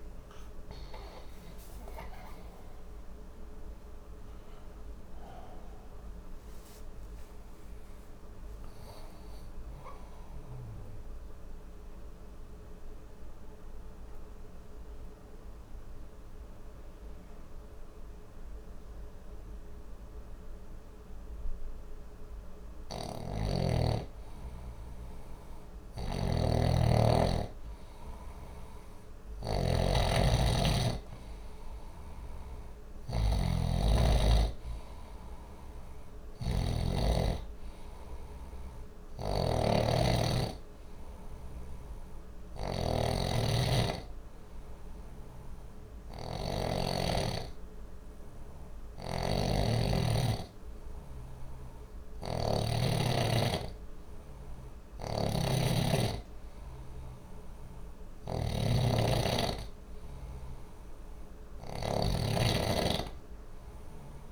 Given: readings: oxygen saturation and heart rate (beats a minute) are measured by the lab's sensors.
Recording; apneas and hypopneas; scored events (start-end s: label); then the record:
breathing in sleep by a room microphone; 1
0.00-2.00 s: arousal
10.00-23.00 s: obstructive apnea (oxygen 94% before, 92% lowest, heart rate 63 before, 59 extreme, up 1 after)
25.50-30.00 s: arousal
25.50-46.50 s: snoring (device-marked)
48.50-52.50 s: snoring (device-marked)
54.50-62.00 s: snoring (device-marked)
From the record:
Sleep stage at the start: N2 (light sleep); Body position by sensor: on the back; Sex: male